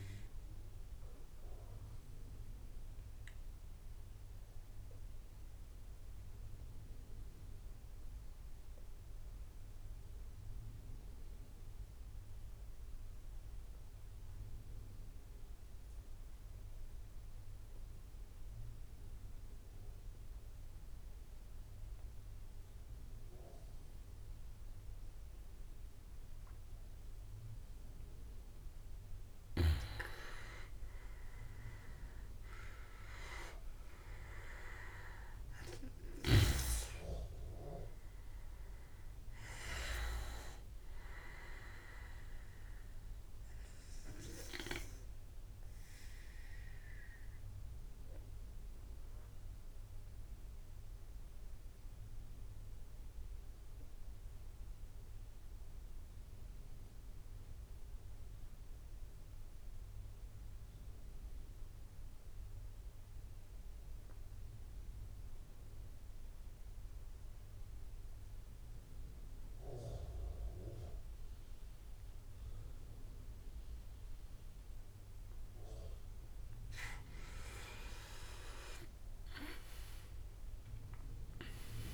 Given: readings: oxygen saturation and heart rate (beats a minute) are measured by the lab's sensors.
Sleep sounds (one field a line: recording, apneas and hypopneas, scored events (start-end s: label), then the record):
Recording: breathing in sleep by a room microphone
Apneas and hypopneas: 2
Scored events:
0.00-13.00 s: oxygen desaturation (device-marked, oxygen 90% lowest)
0.50-27.00 s: obstructive apnea (oxygen 99% before, 87% lowest)
16.00-22.00 s: tachycardia (device-marked)
22.00-53.00 s: oxygen desaturation (device-marked, oxygen 98% before, 91% lowest)
29.50-34.00 s: arousal
44.00-74.00 s: obstructive apnea (oxygen 98% before, 87% lowest)
66.00-81.93 s: oxygen desaturation (device-marked, oxygen 99% before, 87% lowest)
74.00-81.93 s: tachycardia (device-marked, heart rate 30 before, 119 extreme)
79.00-81.93 s: arousal
From the record:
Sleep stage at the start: N2 (light sleep)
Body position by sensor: on the right side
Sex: male